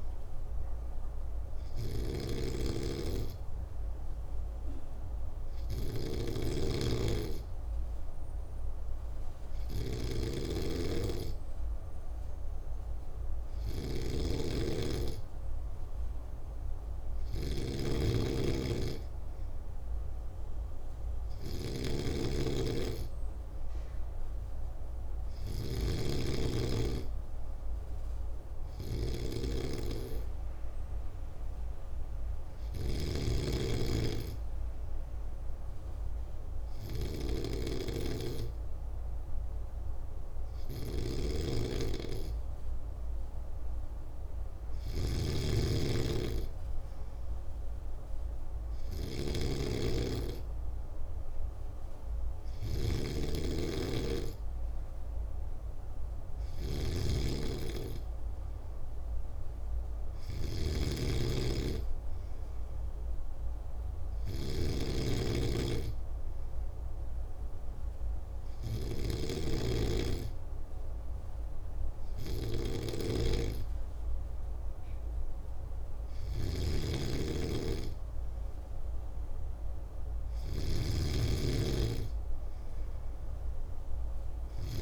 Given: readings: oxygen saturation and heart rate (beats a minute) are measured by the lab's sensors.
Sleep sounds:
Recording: breathing in sleep by a room microphone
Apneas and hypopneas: none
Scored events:
0.00-84.82 s: snoring (device-marked)
From the record:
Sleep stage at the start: N2 (light sleep)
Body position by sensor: on the back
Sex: male

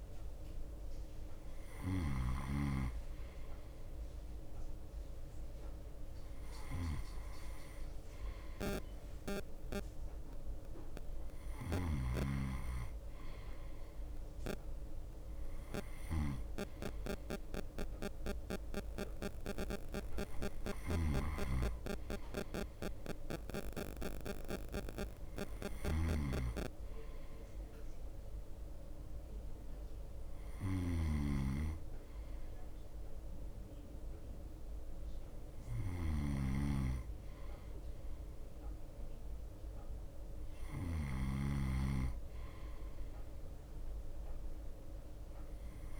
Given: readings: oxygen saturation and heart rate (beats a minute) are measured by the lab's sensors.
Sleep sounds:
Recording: breathing in sleep by a room microphone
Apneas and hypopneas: none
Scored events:
0.00-27.00 s: bradycardia (device-marked, heart rate 27 extreme)
0.00-41.50 s: snoring (device-marked)
2.50-4.50 s: long interval between heartbeats (device-marked, heart rate 47 before, 39 extreme)
3.00-13.00 s: drop in pulse transit time (device-marked, heart rate 46 before, 39 extreme)
9.00-11.00 s: long interval between heartbeats (device-marked, heart rate 42 before, 54 extreme)
15.00-17.00 s: long interval between heartbeats (device-marked, heart rate 44 before, 38 extreme)
21.00-23.00 s: long interval between heartbeats (device-marked, heart rate 43 before, 45 extreme)
35.00-46.00 s: bradycardia (device-marked)
35.50-37.50 s: long interval between heartbeats (device-marked, heart rate 45 before, 60 extreme)
40.00-46.00 s: drop in pulse transit time (device-marked, heart rate 50 before, 33 extreme)
40.50-42.50 s: long interval between heartbeats (device-marked, heart rate 50 before, 43 extreme)
44.50-46.00 s: long interval between heartbeats (device-marked, heart rate 50 before, 41 extreme)
From the record:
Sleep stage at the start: N2 (light sleep)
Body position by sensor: on the right side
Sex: male

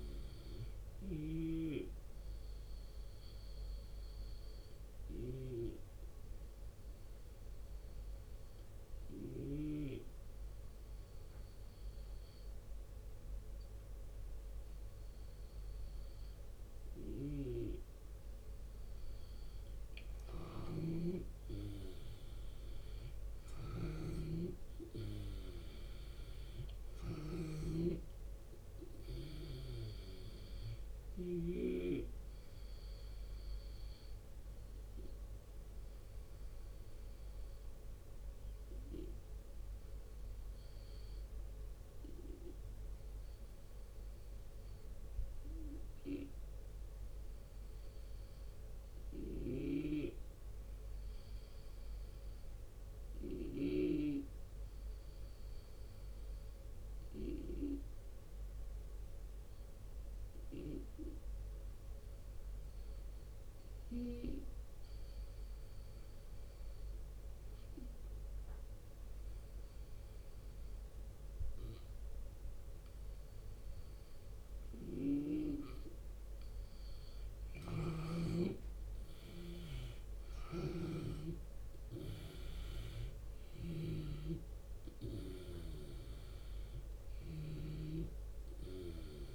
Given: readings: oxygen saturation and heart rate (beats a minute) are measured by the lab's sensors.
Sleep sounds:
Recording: breathing in sleep by a room microphone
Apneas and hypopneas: 2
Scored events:
0.00-1.00 s: snoring (device-marked)
0.00-3.50 s: drop in pulse transit time (device-marked, heart rate 79 extreme)
0.00-16.50 s: oxygen desaturation (device-marked, oxygen 86% lowest, heart rate 73 extreme)
1.00-18.00 s: obstructive apnea (oxygen 93% before, 86% lowest, heart rate 82 before, 73 extreme, up 10 after)
16.50-31.00 s: snoring (device-marked)
20.00-26.00 s: arousal
22.50-35.50 s: drop in pulse transit time (device-marked, heart rate 75 before, 79 extreme)
33.50-48.50 s: oxygen desaturation (device-marked, oxygen 93% before, 89% lowest, heart rate 79 before, 73 extreme)
33.50-74.50 s: obstructive apnea (oxygen 94% before, 83% lowest, heart rate 79 before, 73 extreme, up 8 after)
49.00-53.50 s: snoring (device-marked)
59.50-66.50 s: drop in pulse transit time (device-marked, heart rate 75 before, 73 extreme)
59.50-89.35 s: oxygen desaturation (device-marked, oxygen 94% before, 83% lowest, heart rate 75 before, 74 extreme)
74.00-89.35 s: snoring (device-marked)
77.50-82.50 s: arousal
77.50-89.35 s: drop in pulse transit time (device-marked, heart rate 75 before, 78 extreme)
From the record:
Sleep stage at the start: REM sleep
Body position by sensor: on the left side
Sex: male

